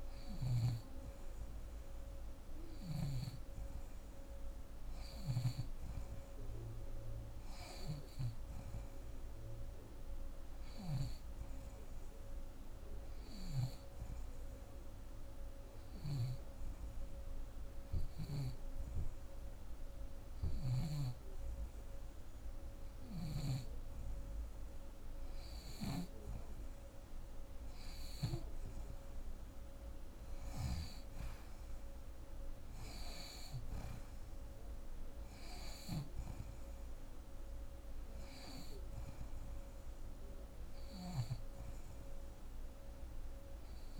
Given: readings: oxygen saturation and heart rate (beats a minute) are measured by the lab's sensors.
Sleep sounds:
breathing in sleep by a room microphone; 1
0.00-3.00 s: snoring (device-marked)
15.50-20.50 s: snoring (device-marked)
15.50-25.50 s: hypopnea (oxygen 90% before, 84% lowest, heart rate 106 before, 49 extreme)
30.00-34.50 s: arousal
33.50-43.99 s: oxygen desaturation (device-marked, oxygen 88% before, 85% lowest)
35.00-41.00 s: snoring (device-marked)
From the record:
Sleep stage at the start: N2 (light sleep); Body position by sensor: on the back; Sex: female

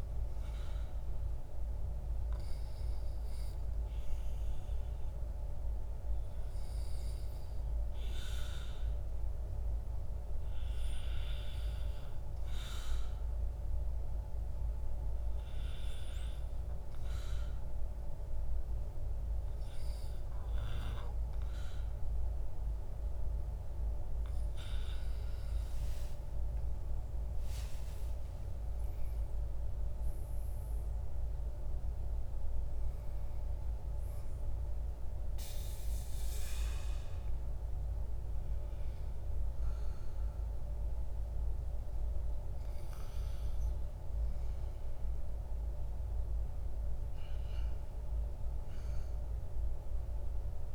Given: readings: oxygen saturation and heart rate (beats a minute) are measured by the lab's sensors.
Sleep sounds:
breathing in sleep, hard to hear, by a room microphone; 1
7.00-19.00 s: hypopnea (oxygen 97% before, 96% lowest, heart rate 61 before, 45 extreme, up 8 after)
24.50-29.00 s: arousal
From the record:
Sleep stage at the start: REM sleep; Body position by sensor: on the back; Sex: male

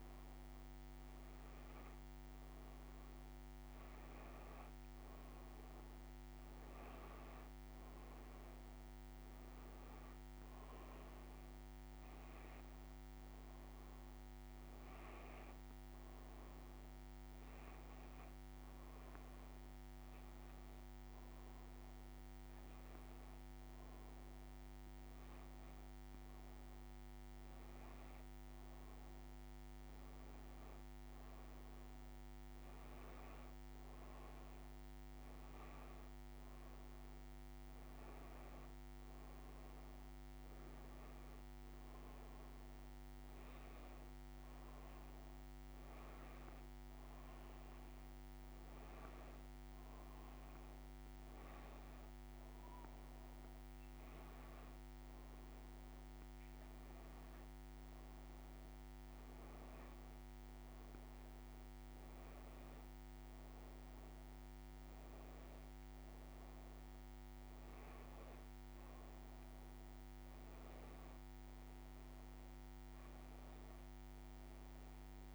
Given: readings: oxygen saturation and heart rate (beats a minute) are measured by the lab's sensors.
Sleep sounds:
breathing in sleep, hard to hear, by a microphone on the trachea; none
none scored
From the record:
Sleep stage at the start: N2 (light sleep); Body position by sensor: on the back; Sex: female

